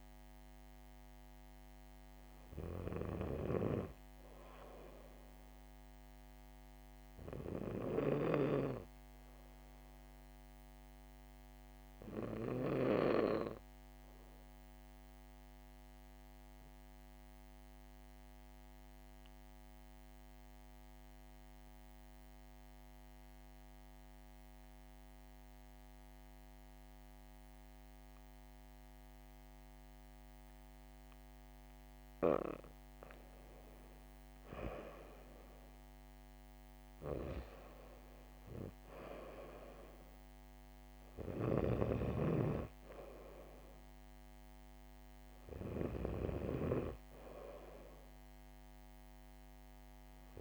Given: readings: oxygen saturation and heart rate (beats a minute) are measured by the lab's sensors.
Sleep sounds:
breathing in sleep by a microphone on the trachea; 1
0.00-5.50 s: oxygen desaturation (device-marked, oxygen 95% lowest, heart rate 68 extreme)
5.50-50.41 s: new sleep stage, REM sleep
17.00-31.00 s: obstructive apnea (oxygen 99% before, 93% lowest, heart rate 69 before, 68 extreme, up 0 after)
33.00-36.00 s: arousal
37.50-50.41 s: oxygen desaturation (device-marked, oxygen 98% before, 93% lowest, heart rate 70 before, 69 extreme)
From the record:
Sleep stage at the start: N2 (light sleep); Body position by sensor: on the back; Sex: female

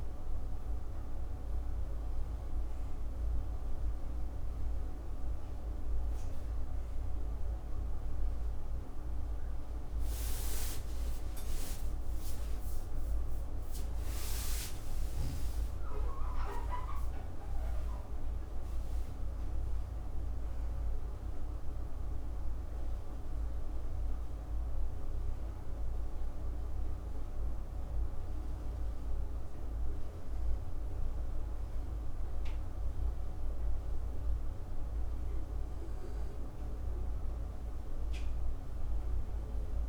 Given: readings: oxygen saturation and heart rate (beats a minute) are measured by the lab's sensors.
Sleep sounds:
a person awake in a sleep study, hard to hear, by a room microphone; none
30.00-39.89 s: new sleep stage, N2 (light sleep)
From the record:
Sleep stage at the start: awake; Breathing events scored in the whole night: 329 in 3.8 hours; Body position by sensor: on the back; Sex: male

